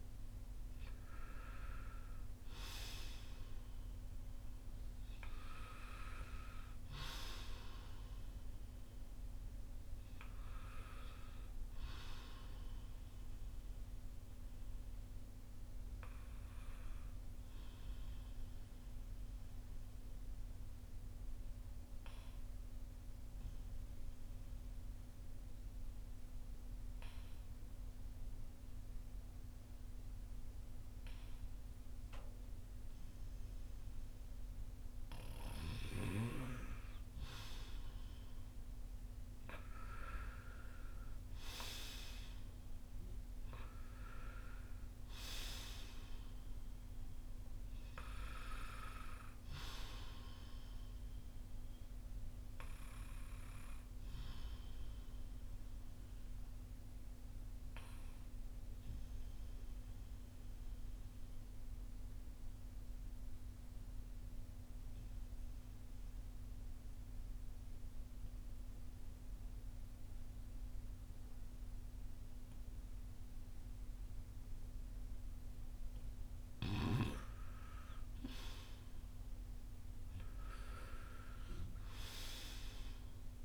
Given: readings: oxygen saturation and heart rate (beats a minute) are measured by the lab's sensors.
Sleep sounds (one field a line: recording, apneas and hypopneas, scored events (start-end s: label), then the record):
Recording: breathing in sleep by a room microphone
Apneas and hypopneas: 2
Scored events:
17.50-36.50 s: obstructive apnea (oxygen 95% before, 90% lowest, heart rate 54 before, 38 extreme, up 22 after)
37.00-40.50 s: arousal
42.50-70.50 s: oxygen desaturation (device-marked, oxygen 96% before, 90% lowest, heart rate 46 before, 39 extreme)
54.50-75.50 s: obstructive apnea (oxygen 96% before, 89% lowest, heart rate 55 before, 39 extreme, up 14 after)
77.50-82.00 s: arousal
From the record:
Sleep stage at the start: N2 (light sleep)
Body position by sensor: on the front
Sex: male